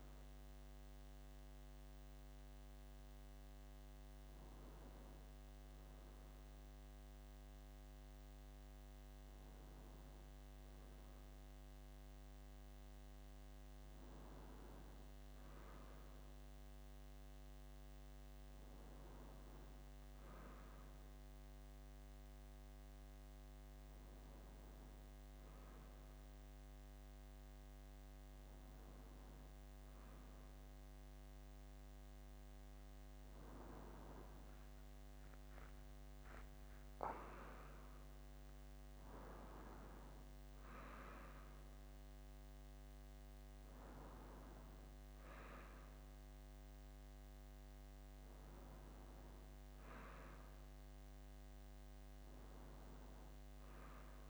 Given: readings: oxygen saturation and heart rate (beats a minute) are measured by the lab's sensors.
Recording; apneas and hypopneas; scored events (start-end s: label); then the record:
breathing in sleep, hard to hear, by a microphone on the trachea; none
0.00-5.50 s: oxygen desaturation (device-marked, oxygen 94% lowest, heart rate 65 extreme)
35.50-40.00 s: arousal
From the record:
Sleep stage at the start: N2 (light sleep); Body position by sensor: on the left side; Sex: male